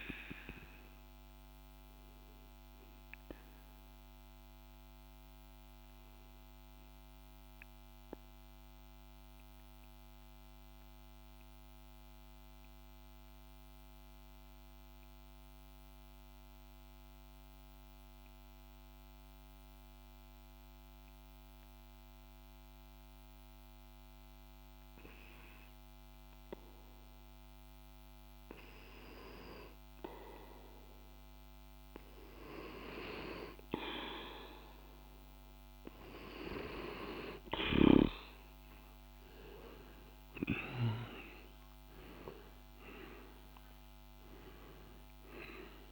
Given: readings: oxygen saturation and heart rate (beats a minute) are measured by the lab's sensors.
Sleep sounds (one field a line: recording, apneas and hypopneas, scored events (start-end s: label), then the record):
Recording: breathing in sleep by a microphone on the trachea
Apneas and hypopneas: 1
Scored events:
0.00-11.00 s: oxygen desaturation (device-marked, oxygen 91% lowest, heart rate 49 extreme)
1.50-29.50 s: mixed apnea (oxygen 99% before, 90% lowest, heart rate 54 before, 49 extreme, up 0 after)
27.00-45.92 s: oxygen desaturation (device-marked, oxygen 99% before, 90% lowest, heart rate 50 before, 46 extreme)
39.00-43.50 s: arousal
From the record:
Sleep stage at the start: N2 (light sleep)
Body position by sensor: on the back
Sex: male